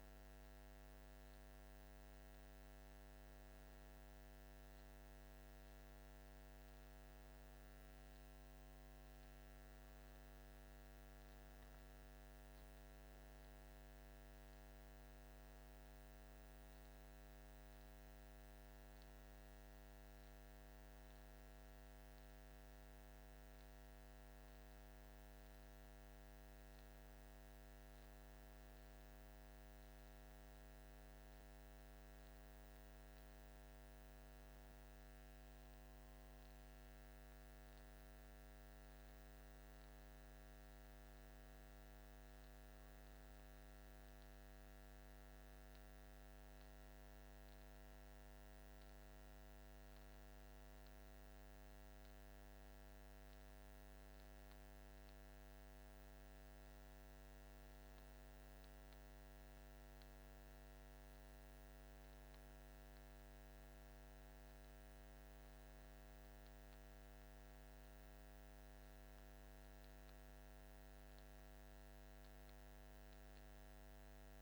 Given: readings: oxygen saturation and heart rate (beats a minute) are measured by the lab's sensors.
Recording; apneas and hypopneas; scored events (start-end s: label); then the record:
breathing in sleep, hard to hear, by a microphone on the trachea; none
0.00-4.00 s: arousal
From the record:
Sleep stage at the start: N1 (lightest sleep); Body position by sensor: on the back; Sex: male